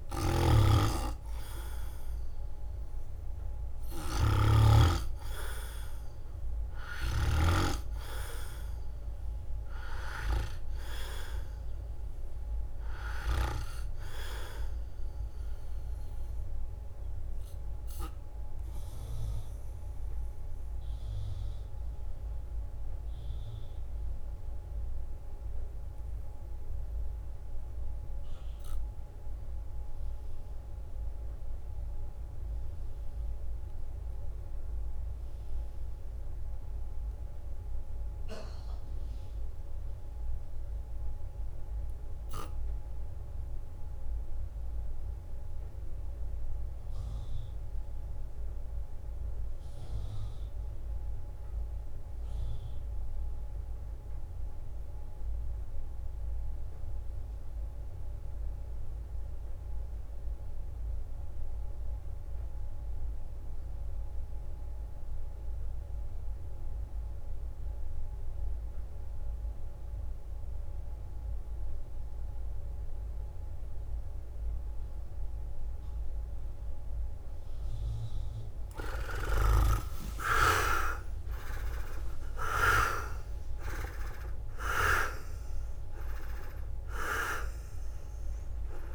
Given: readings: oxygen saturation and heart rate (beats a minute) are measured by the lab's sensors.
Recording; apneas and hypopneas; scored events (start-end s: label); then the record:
breathing in sleep by a room microphone; 1
0.00-1.00 s: arousal
0.00-4.50 s: snoring (device-marked)
0.00-14.00 s: oxygen desaturation (device-marked, oxygen 95% lowest, heart rate 52 extreme)
0.00-22.00 s: drop in pulse transit time (device-marked, heart rate 55 extreme)
20.50-75.50 s: obstructive apnea (oxygen 99% before, 78% lowest, heart rate 60 before, 52 extreme, up 15 after)
31.00-42.00 s: oxygen desaturation (device-marked, oxygen 98% before, 95% lowest, heart rate 56 before, 52 extreme)
44.00-57.00 s: drop in pulse transit time (device-marked, heart rate 54 before, 55 extreme)
57.00-88.95 s: oxygen desaturation (device-marked, oxygen 97% before, 78% lowest, heart rate 55 before, 52 extreme)
78.50-83.50 s: arousal
80.50-84.50 s: leg movement (device-marked)
81.00-88.95 s: drop in pulse transit time (device-marked, heart rate 56 before, 57 extreme)
From the record:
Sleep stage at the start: N2 (light sleep); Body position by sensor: on the right side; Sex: male